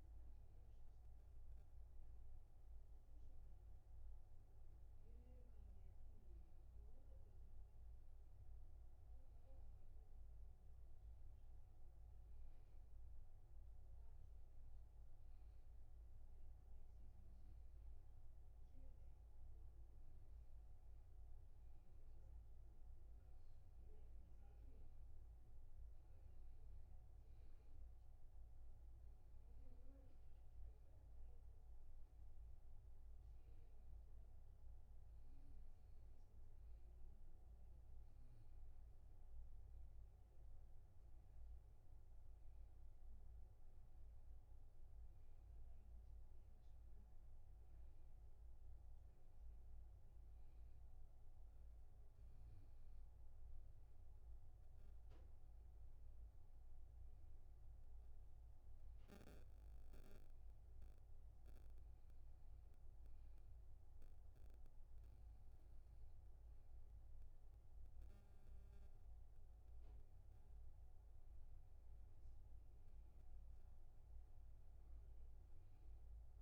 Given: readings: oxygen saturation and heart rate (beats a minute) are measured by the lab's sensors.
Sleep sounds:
breathing in sleep, hard to hear, by a room microphone; none
69.00-73.00 s: arousal
From the record:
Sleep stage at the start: N2 (light sleep); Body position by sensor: on the back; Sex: male

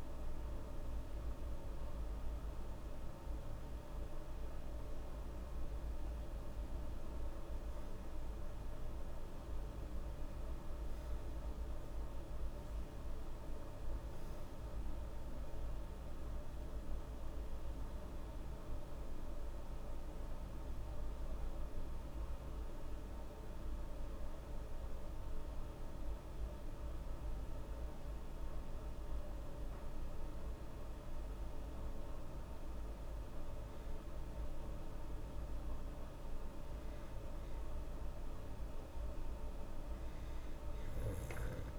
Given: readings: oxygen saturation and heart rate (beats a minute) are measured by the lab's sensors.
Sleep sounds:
breathing in sleep, hard to hear, by a room microphone; 1
12.50-17.50 s: arousal
24.50-35.50 s: hypopnea (oxygen 97% before, 94% lowest, heart rate 78 before, 77 extreme, up 2 after)
From the record:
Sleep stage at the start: N2 (light sleep); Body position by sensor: on the back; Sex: female

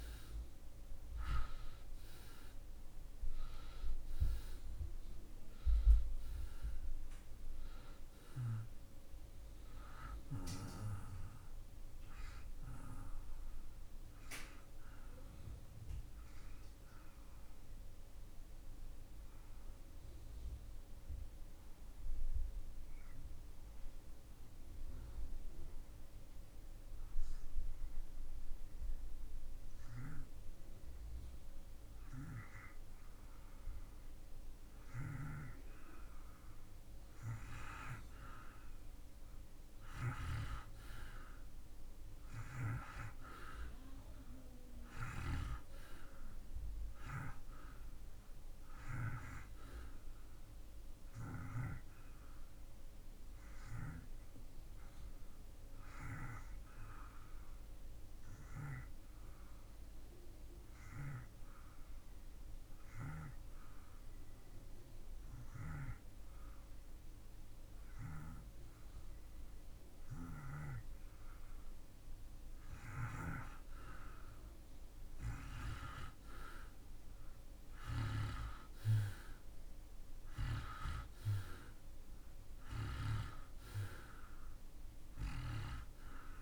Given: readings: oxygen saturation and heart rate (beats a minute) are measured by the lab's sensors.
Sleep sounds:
breathing in sleep by a room microphone; 2
0.00-29.00 s: oxygen desaturation (device-marked, oxygen 81% lowest)
19.00-32.50 s: obstructive apnea (oxygen 94% before, 82% lowest)
36.50-40.50 s: arousal
42.00-70.00 s: oxygen desaturation (device-marked, oxygen 96% before, 82% lowest)
51.00-73.50 s: hypopnea (oxygen 96% before, 75% lowest)
77.50-81.50 s: arousal
78.00-86.41 s: oxygen desaturation (device-marked, oxygen 93% before, 83% lowest)
From the record:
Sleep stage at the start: REM sleep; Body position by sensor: on the back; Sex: male

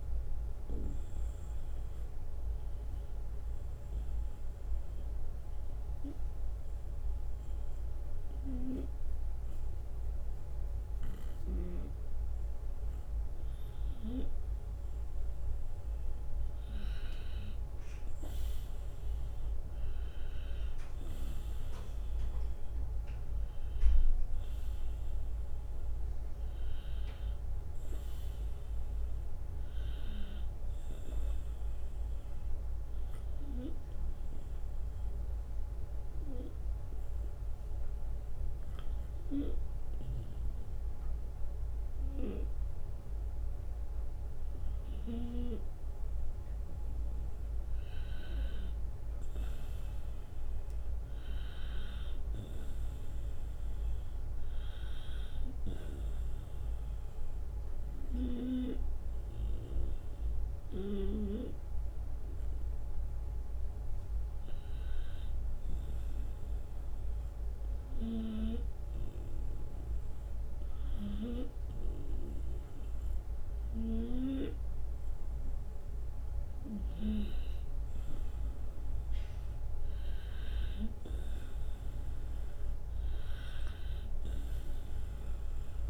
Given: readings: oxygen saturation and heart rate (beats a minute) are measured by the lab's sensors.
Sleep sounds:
breathing in sleep by a room microphone; 3
0.00-10.00 s: oxygen desaturation (device-marked, oxygen 90% lowest)
1.50-13.00 s: obstructive apnea (oxygen 94% before, 90% lowest)
15.00-20.50 s: arousal
23.00-36.00 s: oxygen desaturation (device-marked, oxygen 95% before, 91% lowest)
34.00-45.50 s: obstructive apnea (oxygen 95% before, 91% lowest)
48.00-53.00 s: arousal
59.00-76.00 s: hypopnea (oxygen 94% before, 89% lowest)
78.50-82.50 s: arousal
From the record:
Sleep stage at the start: N2 (light sleep); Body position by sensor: on the right side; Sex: male

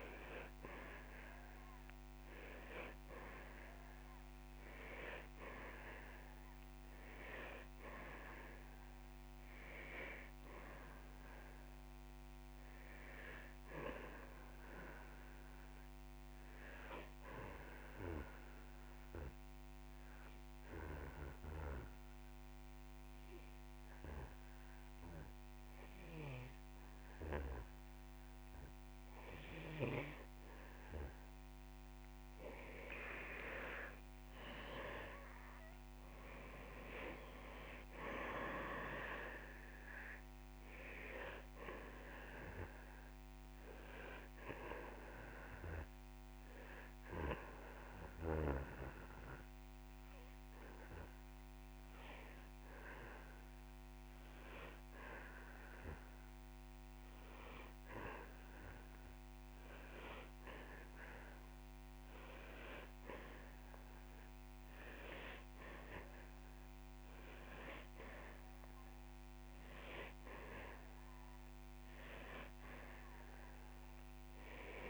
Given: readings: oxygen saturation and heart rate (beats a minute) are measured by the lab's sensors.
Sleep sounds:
breathing in sleep by a microphone on the trachea; 2
18.50-31.00 s: obstructive apnea (oxygen 98% before, 92% lowest)
34.00-38.00 s: arousal
40.50-68.50 s: oxygen desaturation (device-marked, oxygen 97% before, 92% lowest)
44.50-56.00 s: hypopnea (oxygen 97% before, 92% lowest)
61.00-64.00 s: arousal
From the record:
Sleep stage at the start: N2 (light sleep); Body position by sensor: on the back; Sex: male

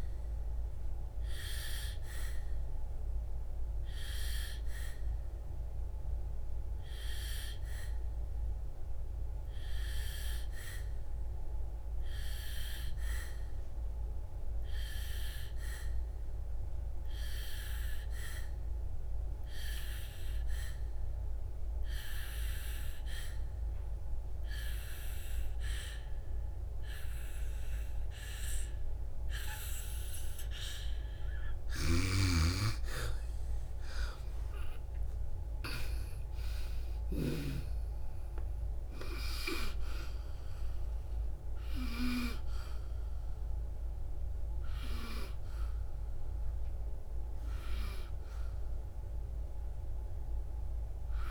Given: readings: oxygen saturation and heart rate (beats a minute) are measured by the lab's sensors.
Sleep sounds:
breathing in sleep by a room microphone; 1
0.00-12.50 s: oxygen desaturation (device-marked, oxygen 91% lowest, heart rate 59 extreme)
2.50-31.00 s: obstructive apnea (oxygen 98% before, 90% lowest, heart rate 67 before, 54 extreme, up 7 after)
33.50-38.00 s: arousal
42.50-51.31 s: oxygen desaturation (device-marked, oxygen 94% before, 91% lowest, heart rate 67 before, 54 extreme)
From the record:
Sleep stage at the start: N2 (light sleep); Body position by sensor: on the back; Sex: female

